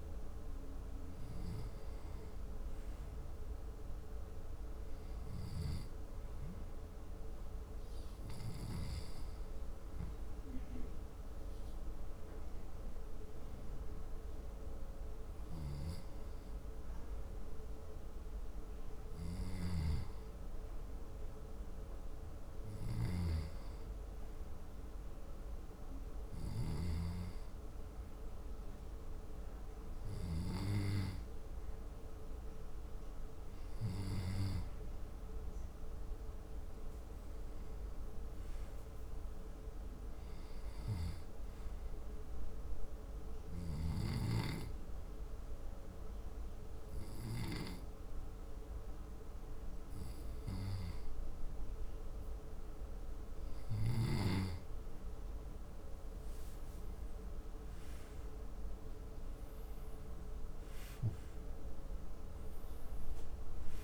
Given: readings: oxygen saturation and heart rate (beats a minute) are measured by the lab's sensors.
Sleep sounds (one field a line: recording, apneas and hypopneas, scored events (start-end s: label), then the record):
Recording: breathing in sleep by a room microphone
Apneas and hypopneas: 1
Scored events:
0.00-3.50 s: arousal
5.00-19.00 s: oxygen desaturation (device-marked, oxygen 96% before, 92% lowest, heart rate 76 before, 72 extreme)
42.00-56.00 s: hypopnea (oxygen 94% before, 90% lowest, heart rate 74 before, 69 extreme, up 10 after)
59.00-63.84 s: arousal
60.00-63.84 s: oxygen desaturation (device-marked, oxygen 94% before, 91% lowest, heart rate 73 before, 70 extreme)
From the record:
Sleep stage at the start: N2 (light sleep)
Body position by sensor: on the back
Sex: male